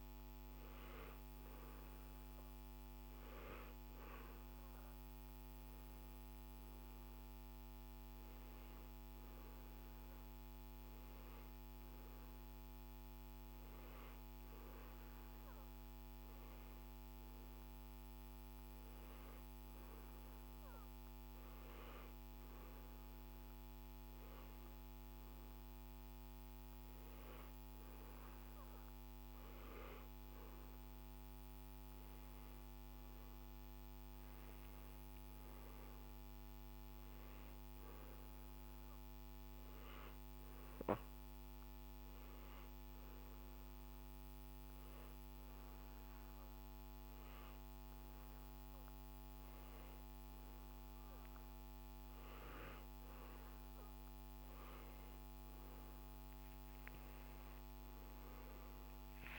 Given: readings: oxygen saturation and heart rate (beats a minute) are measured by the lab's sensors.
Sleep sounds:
breathing in sleep, hard to hear, by a microphone on the trachea; 1
40.00-52.50 s: hypopnea (oxygen 94% before, 91% lowest, heart rate 62 before, 54 extreme, up 14 after)
57.00-59.39 s: arousal
From the record:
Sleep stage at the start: N2 (light sleep); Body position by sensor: on the back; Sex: male

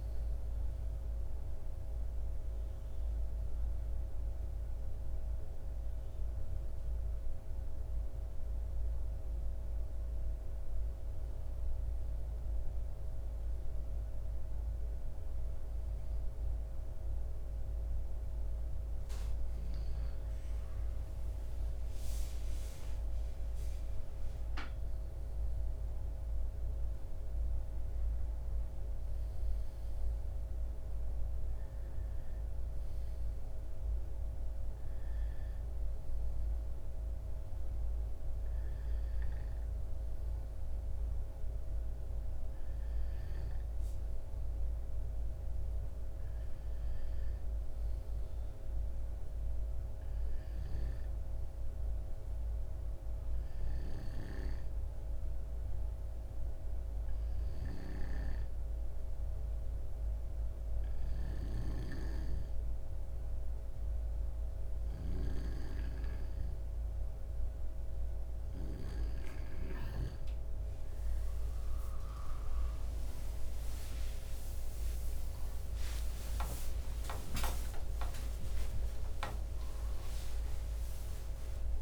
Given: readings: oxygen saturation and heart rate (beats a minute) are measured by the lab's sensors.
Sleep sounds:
breathing in sleep by a room microphone; 2
1.00-19.50 s: mixed apnea (oxygen 95% before, 91% lowest, heart rate 58 before, 52 extreme, up 9 after)
21.50-26.50 s: arousal
34.00-47.00 s: oxygen desaturation (device-marked, oxygen 98% before, 93% lowest, heart rate 57 before, 54 extreme)
47.50-51.50 s: arousal
53.50-68.50 s: hypopnea (oxygen 98% before, 89% lowest, heart rate 56 before, 54 extreme, up 27 after)
66.00-81.82 s: oxygen desaturation (device-marked, oxygen 96% before, 89% lowest, heart rate 56 before, 61 extreme)
75.00-81.82 s: new sleep stage, awake
From the record:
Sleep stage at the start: N2 (light sleep); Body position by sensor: on the back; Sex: male

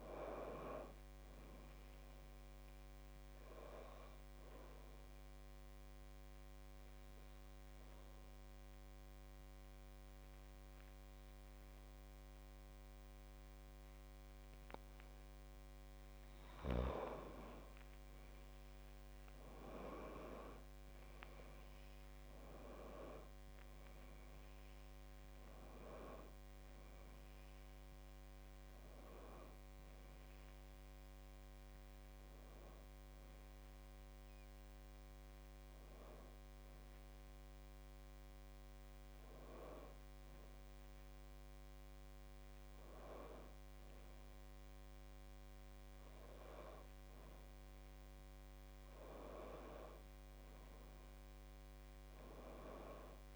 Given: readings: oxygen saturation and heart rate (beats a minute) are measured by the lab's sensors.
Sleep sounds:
breathing in sleep by a microphone on the trachea; 1
0.00-4.00 s: arousal
6.50-17.50 s: hypopnea (oxygen 97% before, 92% lowest, heart rate 64 before, 54 extreme, up 15 after)
19.50-23.00 s: arousal
24.50-41.50 s: oxygen desaturation (device-marked, oxygen 96% before, 92% lowest, heart rate 61 before, 55 extreme)
From the record:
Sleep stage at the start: N2 (light sleep); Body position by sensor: on the back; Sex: female

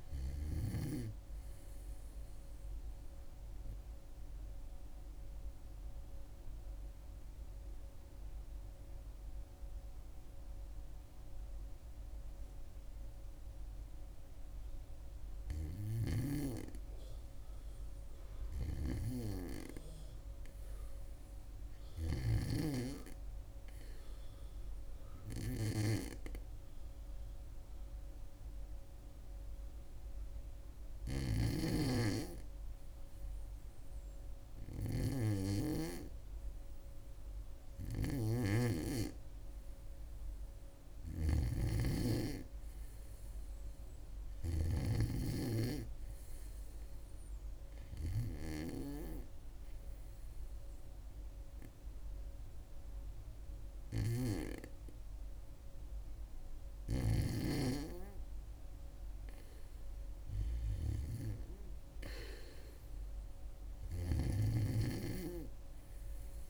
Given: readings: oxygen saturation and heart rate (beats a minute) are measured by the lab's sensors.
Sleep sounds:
breathing in sleep by a room microphone; 2
0.00-16.00 s: oxygen desaturation (device-marked, oxygen 92% lowest, heart rate 65 extreme)
4.00-16.50 s: obstructive apnea (oxygen 100% before, 90% lowest, heart rate 68 before, 65 extreme, up 0 after)
20.00-23.00 s: arousal
41.00-65.00 s: oxygen desaturation (device-marked, oxygen 95% before, 90% lowest, heart rate 66 before, 66 extreme)
51.00-61.00 s: obstructive apnea (oxygen 97% before, 90% lowest, heart rate 66 before, 66 extreme, up 2 after)
64.50-66.50 s: arousal
From the record:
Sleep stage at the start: REM sleep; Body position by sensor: on the back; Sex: female

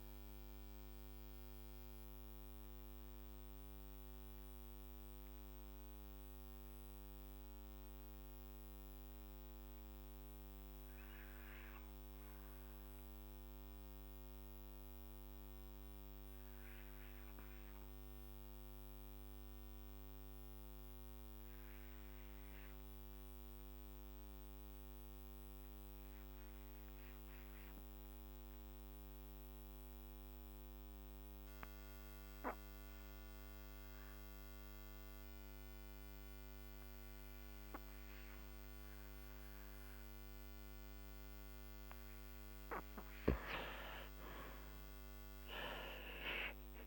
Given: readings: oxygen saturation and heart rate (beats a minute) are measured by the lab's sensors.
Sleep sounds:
breathing in sleep, hard to hear, by a microphone on the trachea; 1
1.50-42.50 s: mixed apnea (oxygen 98% before, 83% lowest, heart rate 50 before, 45 extreme, up 16 after)
16.00-35.00 s: oxygen desaturation (device-marked, oxygen 95% before, 83% lowest, heart rate 52 before, 45 extreme)
44.00-46.87 s: arousal
From the record:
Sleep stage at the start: N2 (light sleep); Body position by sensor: on the back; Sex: male

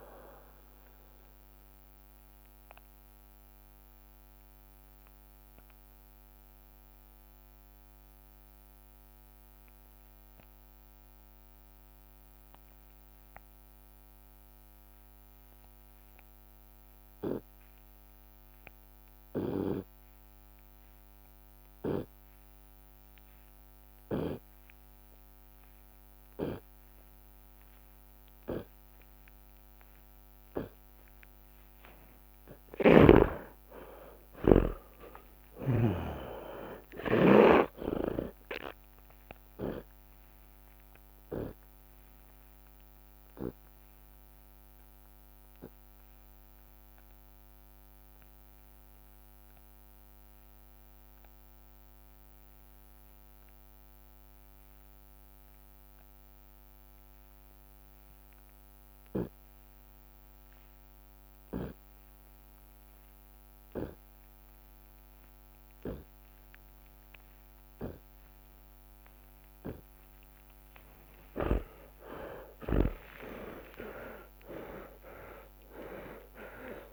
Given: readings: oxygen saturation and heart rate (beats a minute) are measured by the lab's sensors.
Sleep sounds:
breathing in sleep by a microphone on the trachea; 2
0.00-8.00 s: drop in pulse transit time (device-marked)
2.00-30.50 s: obstructive apnea (oxygen 97% before, 78% lowest, heart rate 71 before, 56 extreme, up 33 after)
15.00-27.00 s: oxygen desaturation (device-marked, oxygen 96% before, 80% lowest, heart rate 52 before, 56 extreme)
27.00-29.00 s: long interval between heartbeats (device-marked, heart rate 59 before, 65 extreme)
29.00-31.00 s: long interval between heartbeats (device-marked, heart rate 60 before, 74 extreme)
31.50-33.50 s: long interval between heartbeats (device-marked, heart rate 61 before, 82 extreme)
32.50-36.00 s: snoring (device-marked)
32.50-38.00 s: arousal
36.00-48.00 s: drop in pulse transit time (device-marked, heart rate 67 before, 78 extreme)
39.00-41.00 s: long interval between heartbeats (device-marked, heart rate 70 before, 85 extreme)
45.50-47.50 s: long interval between heartbeats (device-marked, heart rate 81 before, 87 extreme)
46.00-69.50 s: obstructive apnea (oxygen 98% before, 74% lowest, heart rate 83 before, 59 extreme)
53.50-55.50 s: long interval between heartbeats (device-marked, heart rate 84 before, 67 extreme)
55.50-57.50 s: long interval between heartbeats (device-marked, heart rate 82 before, 76 extreme)
57.50-59.50 s: long interval between heartbeats (device-marked, heart rate 81 before, 85 extreme)
58.00-63.00 s: oxygen desaturation (device-marked, oxygen 96% before, 93% lowest, heart rate 82 before, 86 extreme)
61.00-63.00 s: long interval between heartbeats (device-marked, heart rate 81 before, 89 extreme)
63.00 s: drop in pulse transit time (device-marked)
63.00-65.00 s: long interval between heartbeats (device-marked, heart rate 81 before, 90 extreme)
65.00-67.00 s: long interval between heartbeats (device-marked, heart rate 81 before, 89 extreme)
65.00-74.00 s: oxygen desaturation (device-marked, oxygen 96% before, 78% lowest, heart rate 81 before, 65 extreme)
66.00-76.93 s: tachycardia (device-marked, heart rate 70 before, 179 extreme)
71.00-76.93 s: snoring (device-marked)
72.00-76.93 s: arousal
72.50-74.50 s: long interval between heartbeats (device-marked, heart rate 88 before, 119 extreme)
75.00-76.93 s: drop in pulse transit time (device-marked, heart rate 98 before, 128 extreme)
75.00-76.93 s: long interval between heartbeats (device-marked, heart rate 98 before, 143 extreme)
From the record:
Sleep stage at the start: N2 (light sleep); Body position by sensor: on the left side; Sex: male

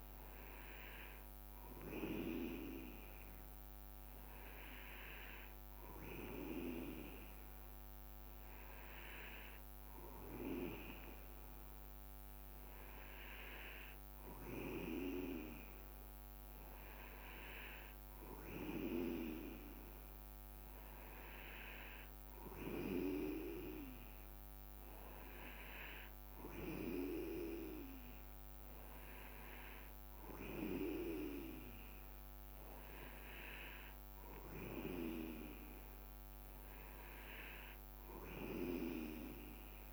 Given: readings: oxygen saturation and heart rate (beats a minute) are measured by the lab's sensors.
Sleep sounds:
breathing in sleep by a microphone on the trachea; none
none scored
From the record:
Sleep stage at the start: N2 (light sleep); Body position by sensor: on the back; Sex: male

